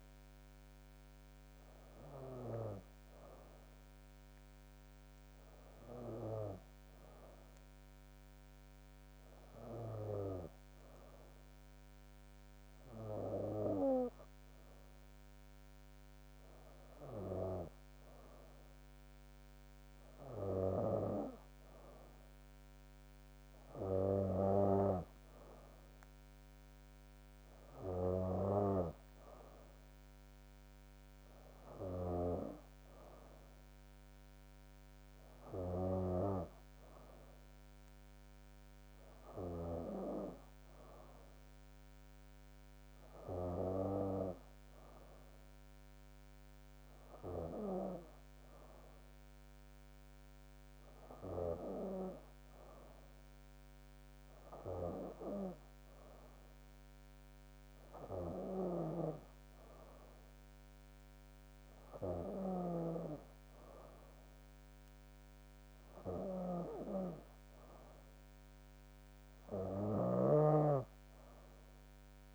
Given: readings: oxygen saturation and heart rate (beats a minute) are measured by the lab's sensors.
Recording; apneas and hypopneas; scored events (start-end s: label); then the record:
breathing in sleep by a microphone on the trachea; none
none scored
From the record:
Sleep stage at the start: N2 (light sleep); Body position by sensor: on the back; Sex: female